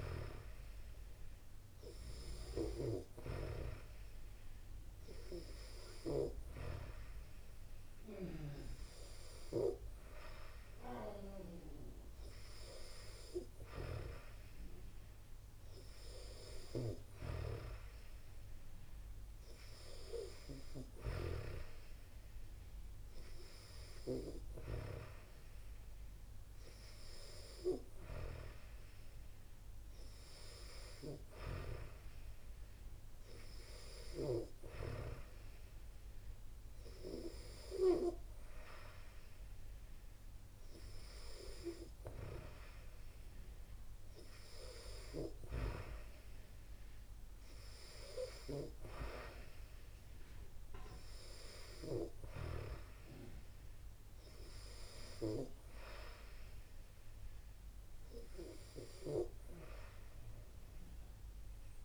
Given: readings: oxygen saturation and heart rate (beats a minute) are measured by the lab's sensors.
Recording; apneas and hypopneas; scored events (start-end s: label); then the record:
breathing in sleep by a room microphone; none
none scored
From the record:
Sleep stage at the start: N2 (light sleep); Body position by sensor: on the back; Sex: female